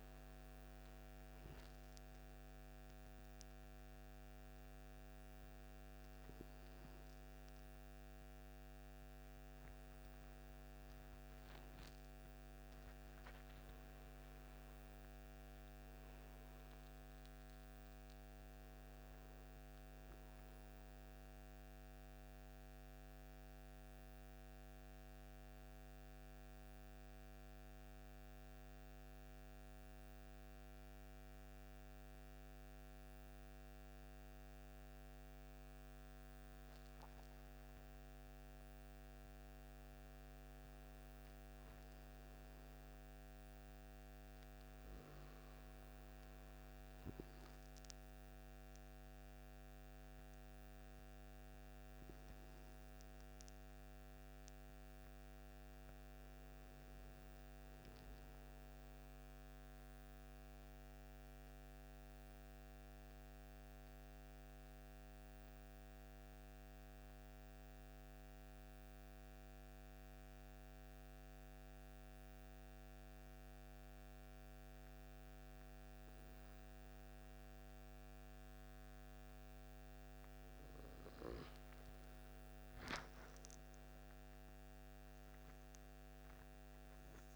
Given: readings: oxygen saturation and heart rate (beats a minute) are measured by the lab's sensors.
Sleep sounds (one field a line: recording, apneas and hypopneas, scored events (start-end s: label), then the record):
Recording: breathing in sleep, hard to hear, by a microphone on the trachea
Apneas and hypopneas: 2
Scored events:
13.50-17.00 s: arousal
21.00-38.00 s: central apnea (oxygen 96% before, 91% lowest)
40.50-44.50 s: arousal
45.50-61.50 s: oxygen desaturation (device-marked, oxygen 97% before, 92% lowest)
58.00-79.00 s: central apnea (oxygen 97% before, 91% lowest)
82.50-87.00 s: arousal
84.50-87.36 s: oxygen desaturation (device-marked, oxygen 96% before, 91% lowest)
From the record:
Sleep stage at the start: N2 (light sleep)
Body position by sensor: on the right side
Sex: male